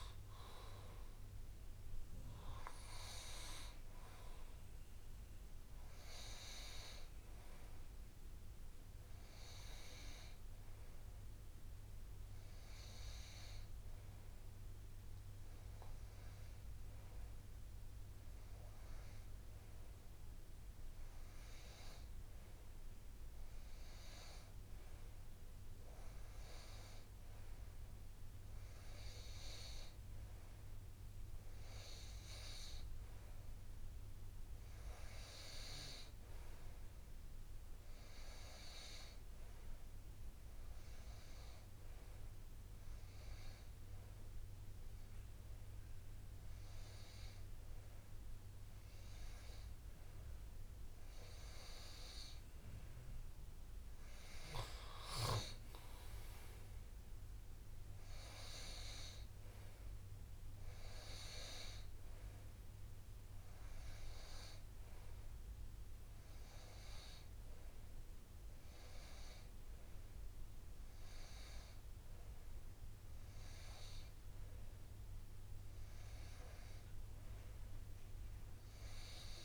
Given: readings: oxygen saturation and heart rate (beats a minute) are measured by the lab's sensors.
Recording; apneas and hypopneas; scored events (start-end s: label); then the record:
breathing in sleep by a room microphone; 1
23.00-79.45 s: new sleep stage, REM sleep
38.50-42.50 s: arousal
44.00-54.00 s: hypopnea (oxygen 97% before, 95% lowest, heart rate 72 before, 68 extreme, up 5 after)
55.50-60.00 s: arousal
From the record:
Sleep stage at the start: N2 (light sleep); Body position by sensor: on the right side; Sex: male